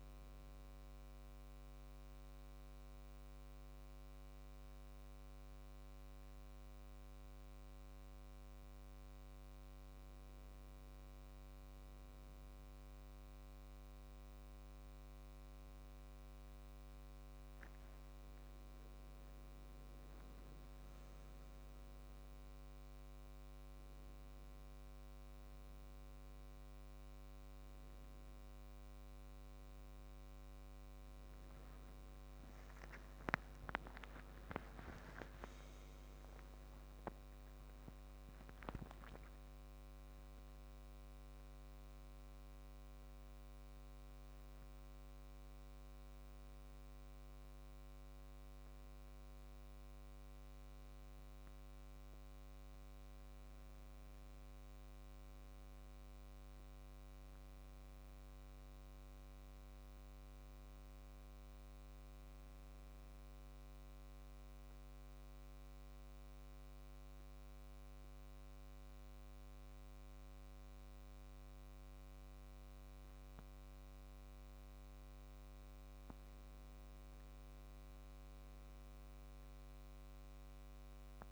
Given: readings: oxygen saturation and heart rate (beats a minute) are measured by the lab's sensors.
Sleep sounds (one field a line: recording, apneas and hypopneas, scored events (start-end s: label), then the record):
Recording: breathing in sleep, hard to hear, by a microphone on the trachea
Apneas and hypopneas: 2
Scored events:
1.00-11.00 s: obstructive apnea (oxygen 97% before, 92% lowest, heart rate 73 before, 68 extreme, up 5 after)
13.50-16.50 s: arousal
26.00-40.00 s: oxygen desaturation (device-marked, oxygen 96% before, 92% lowest, heart rate 71 before, 71 extreme)
33.50-37.50 s: arousal
65.00-76.00 s: mixed apnea (oxygen 99% before, 97% lowest, heart rate 80 before, 68 extreme, up 2 after)
77.50-81.32 s: arousal
From the record:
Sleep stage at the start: N2 (light sleep)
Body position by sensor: on the back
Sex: male